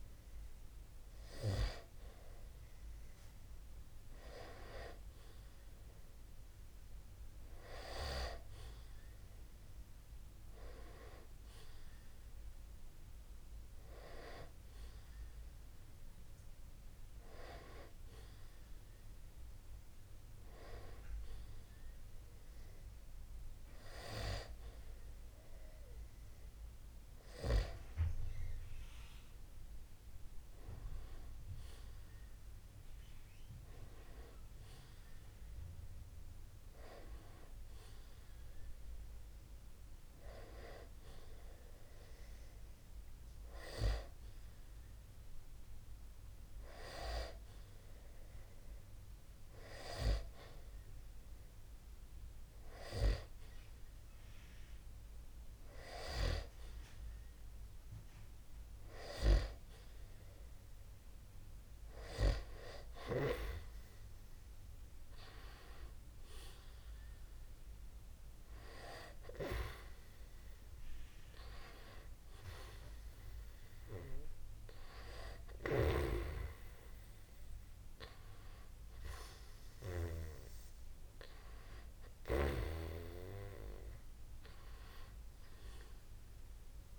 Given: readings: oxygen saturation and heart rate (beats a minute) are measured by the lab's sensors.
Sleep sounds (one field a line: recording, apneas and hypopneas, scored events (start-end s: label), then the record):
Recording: breathing in sleep by a room microphone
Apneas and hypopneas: none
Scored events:
83.50-86.98 s: arousal
From the record:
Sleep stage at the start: N2 (light sleep)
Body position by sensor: on the back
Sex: male